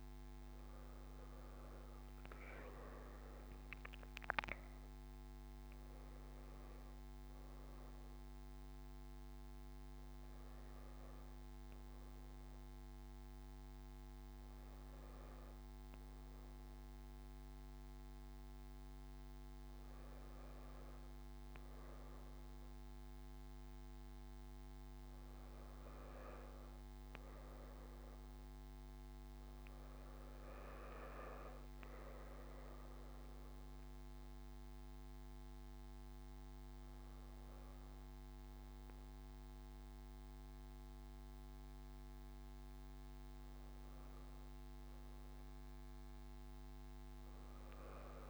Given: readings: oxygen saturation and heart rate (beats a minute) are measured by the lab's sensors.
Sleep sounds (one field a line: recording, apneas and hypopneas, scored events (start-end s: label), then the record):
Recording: a person awake in a sleep study, hard to hear, by a microphone on the trachea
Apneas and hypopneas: none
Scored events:
0.00-23.50 s: oxygen desaturation (device-marked, oxygen 92% lowest)
From the record:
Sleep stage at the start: awake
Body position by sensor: on the back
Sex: female